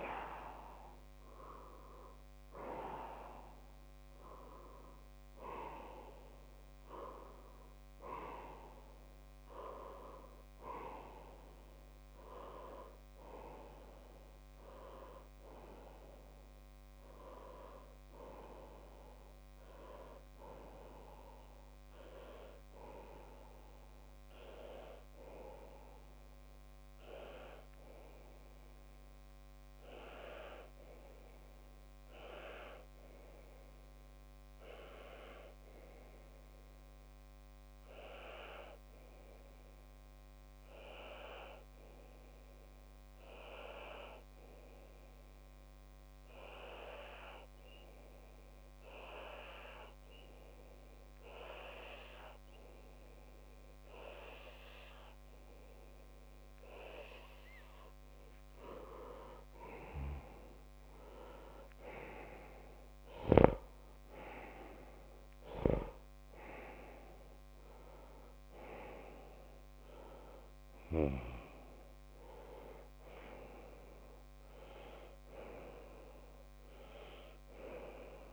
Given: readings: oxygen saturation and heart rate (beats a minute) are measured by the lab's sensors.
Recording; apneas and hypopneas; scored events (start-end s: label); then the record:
breathing in sleep by a microphone on the trachea; 1
13.50-78.32 s: new sleep stage, N2 (light sleep)
24.50-57.50 s: obstructive apnea (oxygen 100% before, 95% lowest)
51.50-59.50 s: oxygen desaturation (device-marked, oxygen 99% before, 97% lowest)
59.00-62.50 s: arousal
From the record:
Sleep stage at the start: N1 (lightest sleep); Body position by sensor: on the left side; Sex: male